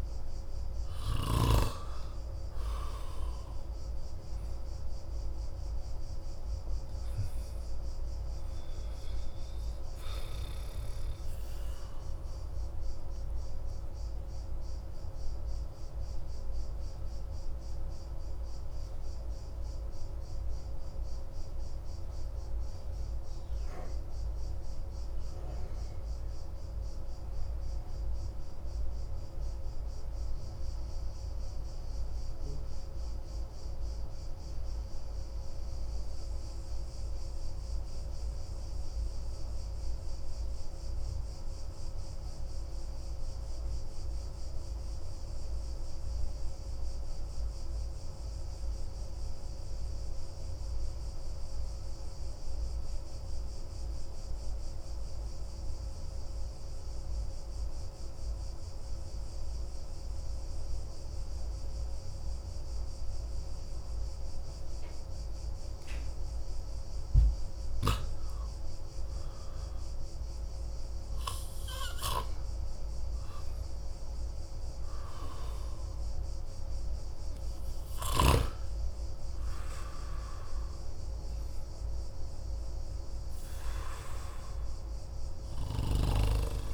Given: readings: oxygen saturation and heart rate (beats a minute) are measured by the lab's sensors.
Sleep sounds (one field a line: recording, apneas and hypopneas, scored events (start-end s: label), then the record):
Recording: breathing in sleep, hard to hear, by a room microphone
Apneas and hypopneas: 1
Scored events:
0.00-2.50 s: arousal
14.00-66.00 s: obstructive apnea (oxygen 96% before, 89% lowest)
69.50-74.00 s: arousal
71.50-78.00 s: snoring (device-marked)
From the record:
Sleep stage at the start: N2 (light sleep)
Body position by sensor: on the back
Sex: male